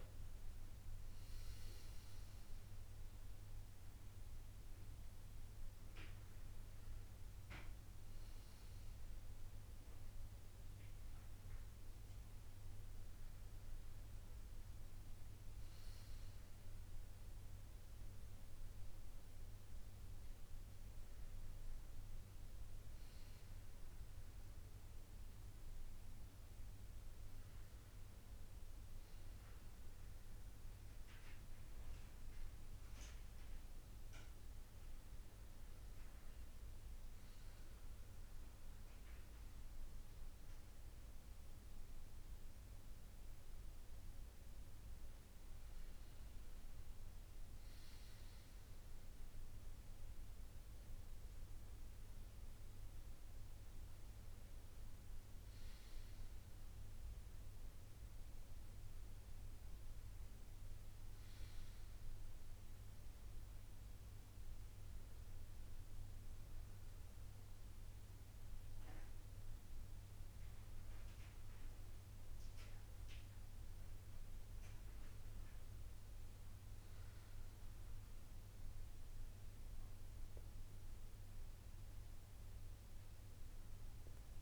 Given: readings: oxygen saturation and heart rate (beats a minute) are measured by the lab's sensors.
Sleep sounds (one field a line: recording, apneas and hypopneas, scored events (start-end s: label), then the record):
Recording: breathing in sleep, hard to hear, by a room microphone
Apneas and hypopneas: none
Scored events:
31.00-59.00 s: oxygen desaturation (device-marked, oxygen 97% before, 90% lowest, heart rate 83 before, 82 extreme)
From the record:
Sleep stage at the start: N2 (light sleep)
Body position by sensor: on the back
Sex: male